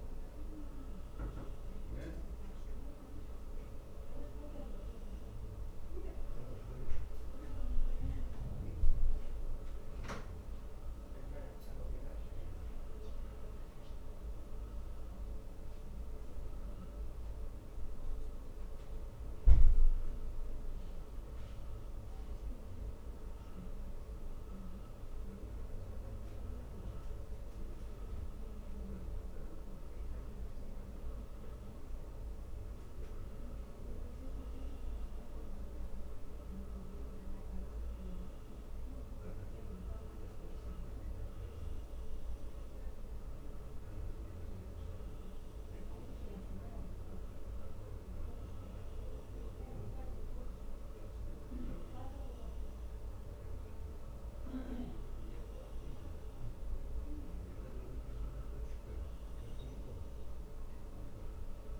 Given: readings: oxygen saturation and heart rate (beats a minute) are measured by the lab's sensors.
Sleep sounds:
breathing in sleep, hard to hear, by a room microphone; none
none scored
From the record:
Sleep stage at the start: N1 (lightest sleep); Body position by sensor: on the back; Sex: male

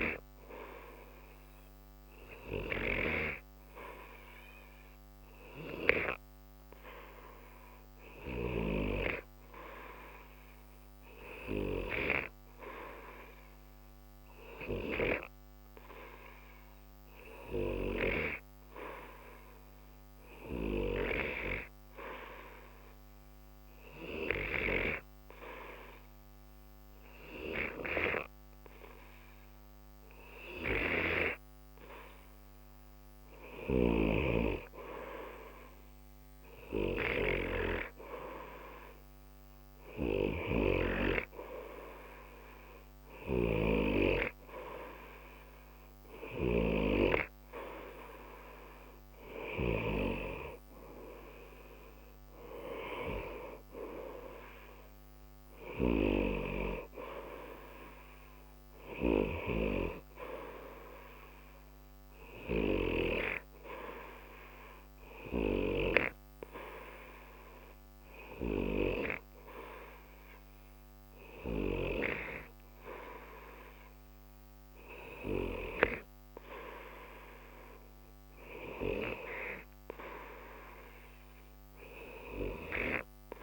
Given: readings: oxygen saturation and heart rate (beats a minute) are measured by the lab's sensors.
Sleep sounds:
breathing in sleep by a microphone on the trachea; 1
23.00-34.50 s: obstructive apnea (oxygen 93% before, 91% lowest, heart rate 60 before, 60 extreme, up 0 after)
36.00-40.00 s: arousal
From the record:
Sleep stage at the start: N2 (light sleep); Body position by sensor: on the right side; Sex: male

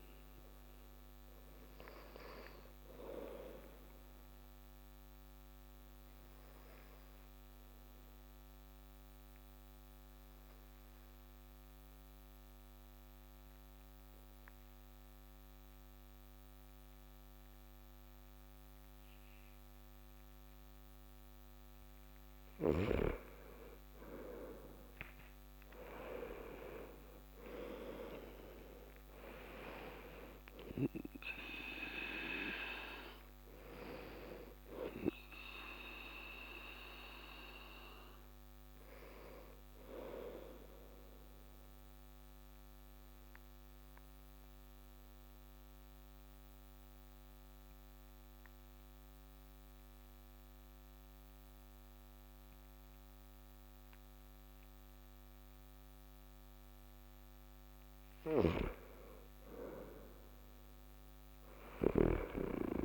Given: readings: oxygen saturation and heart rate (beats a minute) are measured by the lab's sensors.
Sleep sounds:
breathing in sleep by a microphone on the trachea; 2
3.50-20.00 s: obstructive apnea (oxygen 97% before, 91% lowest)
7.00-17.00 s: oxygen desaturation (device-marked, oxygen 95% before, 92% lowest)
25.50-30.00 s: arousal
27.00-56.00 s: oxygen desaturation (device-marked, oxygen 97% before, 91% lowest)
40.50-57.50 s: obstructive apnea (oxygen 97% before, 91% lowest)
57.50-61.50 s: snoring (device-marked)
From the record:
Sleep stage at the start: N2 (light sleep); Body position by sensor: on the back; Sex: male

